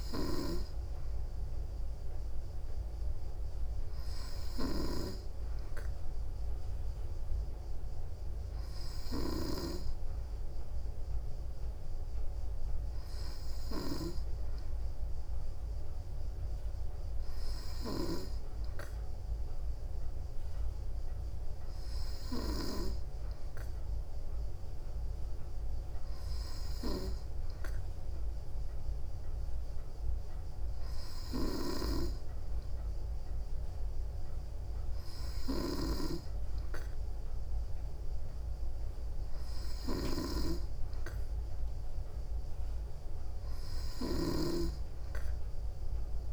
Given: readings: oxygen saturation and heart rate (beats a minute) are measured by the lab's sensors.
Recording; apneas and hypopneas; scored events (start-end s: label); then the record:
breathing in sleep by a room microphone; none
0.00-9.50 s: snoring (device-marked)
31.50-46.33 s: snoring (device-marked)
From the record:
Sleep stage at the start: N2 (light sleep); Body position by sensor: on the back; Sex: female